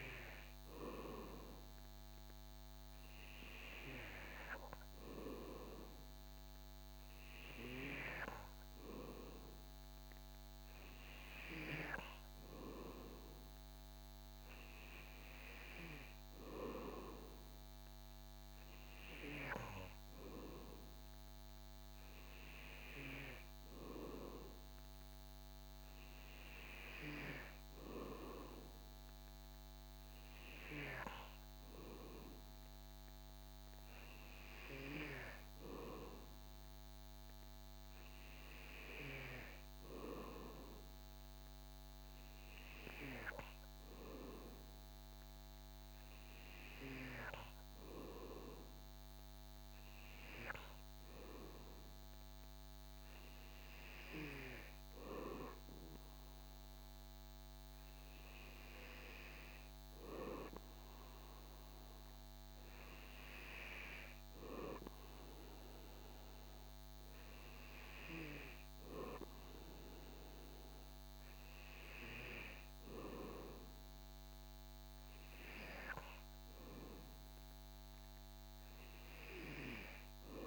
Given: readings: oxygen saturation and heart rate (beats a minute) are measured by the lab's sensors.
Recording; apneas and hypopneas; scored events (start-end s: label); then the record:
breathing in sleep by a microphone on the trachea; none
none scored
From the record:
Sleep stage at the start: N2 (light sleep); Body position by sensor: on the back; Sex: male